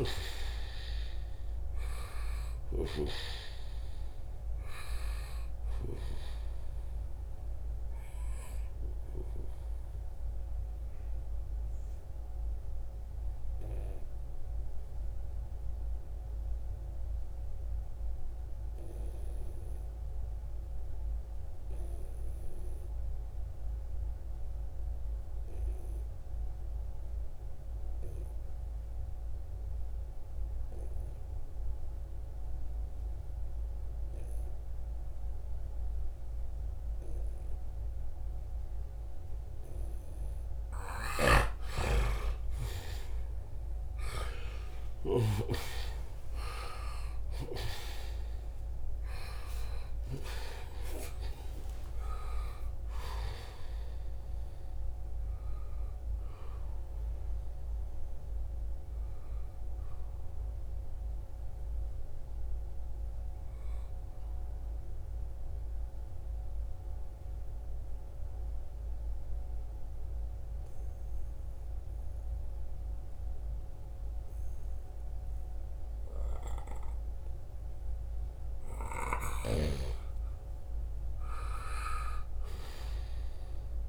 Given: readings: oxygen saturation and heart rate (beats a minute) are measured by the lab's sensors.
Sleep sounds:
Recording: breathing in sleep by a room microphone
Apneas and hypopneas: 2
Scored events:
0.00-1.00 s: arousal
0.00-2.50 s: snoring (device-marked)
0.00-22.00 s: oxygen desaturation (device-marked, oxygen 88% lowest, heart rate 65 extreme)
10.00-39.50 s: mixed apnea (oxygen 96% before, 87% lowest, heart rate 73 before, 65 extreme, up 9 after)
37.00-69.00 s: oxygen desaturation (device-marked, oxygen 95% before, 87% lowest, heart rate 69 before, 67 extreme)
40.00-44.50 s: snoring (device-marked)
41.50-45.50 s: arousal
64.00-77.50 s: mixed apnea (oxygen 94% before, 89% lowest, heart rate 82 before, 72 extreme, up 3 after)
78.50-83.89 s: snoring (device-marked)
79.50-83.89 s: arousal
From the record:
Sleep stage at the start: N2 (light sleep)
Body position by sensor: on the right side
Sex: male

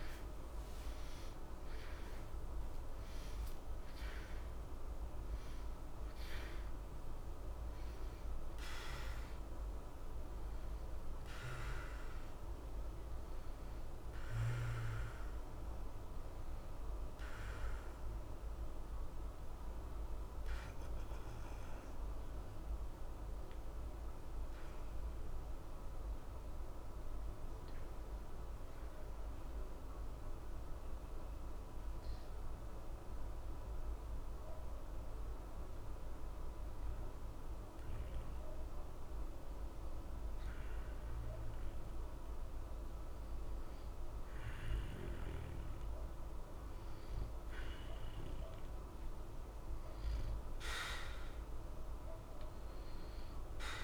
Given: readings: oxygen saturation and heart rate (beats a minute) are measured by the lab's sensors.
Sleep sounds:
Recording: breathing in sleep, hard to hear, by a room microphone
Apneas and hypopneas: 1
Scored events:
0.00-8.50 s: oxygen desaturation (device-marked, oxygen 82% lowest, heart rate 60 extreme)
13.50-30.50 s: oxygen desaturation (device-marked, oxygen 84% before, 79% lowest, heart rate 64 before, 60 extreme)
27.50-39.50 s: obstructive apnea (oxygen 91% before, 90% lowest, heart rate 63 before, 60 extreme, up 1 after)
41.00-44.50 s: arousal
52.50-53.84 s: oxygen desaturation (device-marked, oxygen 95% before, 90% lowest, heart rate 60 before, 60 extreme)
From the record:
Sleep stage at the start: N2 (light sleep)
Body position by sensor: on the back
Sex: male

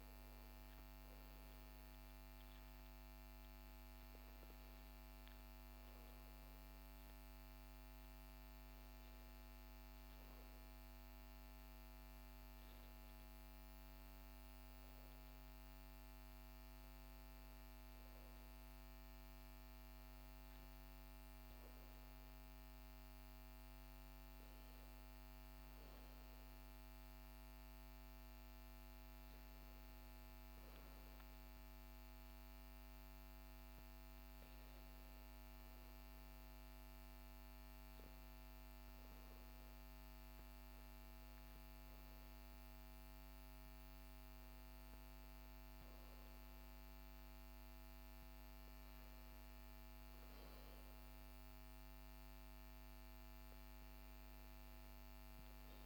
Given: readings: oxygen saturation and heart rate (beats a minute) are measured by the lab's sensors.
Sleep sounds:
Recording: breathing in sleep, hard to hear, by a microphone on the trachea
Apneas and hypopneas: none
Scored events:
none scored
From the record:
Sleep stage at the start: REM sleep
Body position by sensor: on the back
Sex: male

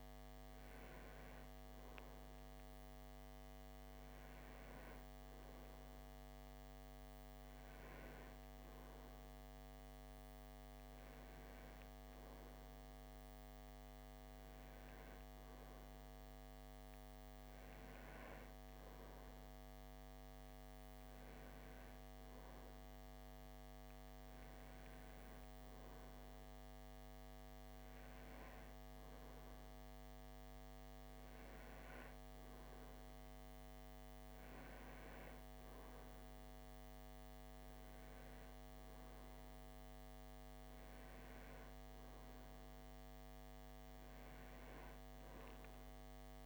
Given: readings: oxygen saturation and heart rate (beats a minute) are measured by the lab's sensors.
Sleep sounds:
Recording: breathing in sleep, hard to hear, by a microphone on the trachea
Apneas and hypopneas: none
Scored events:
none scored
From the record:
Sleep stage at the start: N2 (light sleep)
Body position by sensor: on the back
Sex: male

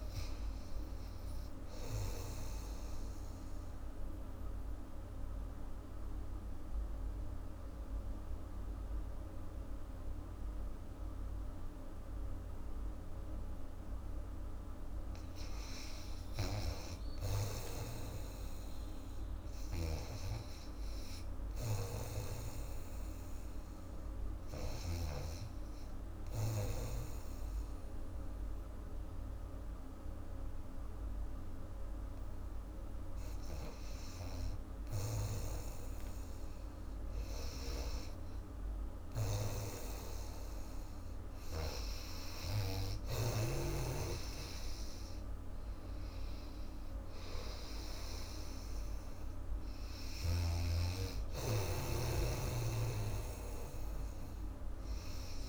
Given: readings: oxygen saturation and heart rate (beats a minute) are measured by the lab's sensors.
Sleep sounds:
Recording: breathing in sleep by a room microphone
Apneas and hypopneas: 2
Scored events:
2.50-14.00 s: obstructive apnea (oxygen 98% before, 90% lowest, heart rate 85 before, 68 extreme, up 7 after)
16.50-20.00 s: arousal
19.50-25.00 s: snoring (device-marked)
25.00-32.00 s: oxygen desaturation (device-marked, oxygen 98% before, 90% lowest, heart rate 75 before, 74 extreme)
25.50-37.00 s: hypopnea (oxygen 98% before, 90% lowest, heart rate 75 before, 74 extreme, up 13 after)
26.00-55.49 s: new sleep stage, REM sleep
39.00-43.00 s: arousal
39.00-43.50 s: snoring (device-marked)
44.00-55.49 s: oxygen desaturation (device-marked, oxygen 95% before, 91% lowest, heart rate 79 before, 78 extreme)
52.50-55.49 s: snoring (device-marked)
From the record:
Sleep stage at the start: N2 (light sleep)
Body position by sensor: on the back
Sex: female

